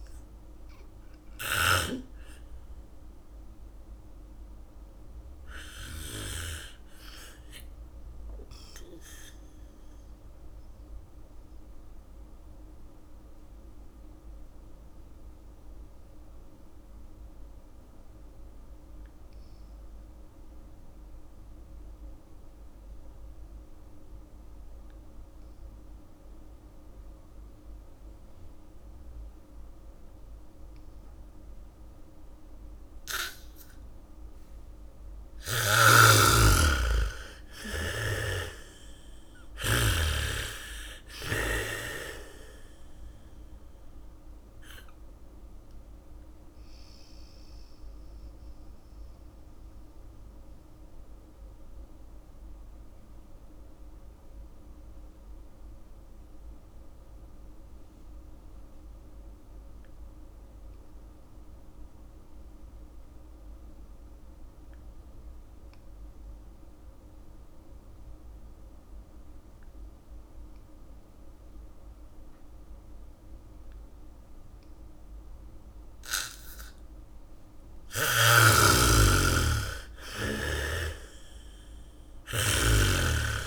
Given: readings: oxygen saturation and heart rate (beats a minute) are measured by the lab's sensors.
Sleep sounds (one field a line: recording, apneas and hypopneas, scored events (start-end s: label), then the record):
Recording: breathing in sleep by a room microphone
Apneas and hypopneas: 2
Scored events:
0.00-2.00 s: snoring (device-marked)
0.00-16.50 s: oxygen desaturation (device-marked, oxygen 85% lowest, heart rate 36 extreme)
11.00-35.00 s: mixed apnea (oxygen 98% before, 81% lowest, heart rate 65 before, 28 extreme)
25.50-43.50 s: bradycardia (device-marked, heart rate 65 before, 28 extreme)
28.50-59.50 s: oxygen desaturation (device-marked, oxygen 98% before, 81% lowest, heart rate 75 before, 28 extreme)
36.00-40.50 s: snoring (device-marked)
37.00-41.00 s: arousal
46.00-77.00 s: mixed apnea (oxygen 98% before, 79% lowest, heart rate 51 before, 37 extreme, up 0 after)
67.50-83.47 s: oxygen desaturation (device-marked, oxygen 98% before, 79% lowest)
77.50-83.47 s: bradycardia (device-marked, heart rate 65 before, 44 extreme)
79.00-82.50 s: arousal
From the record:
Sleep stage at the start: N2 (light sleep)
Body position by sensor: on the back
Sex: female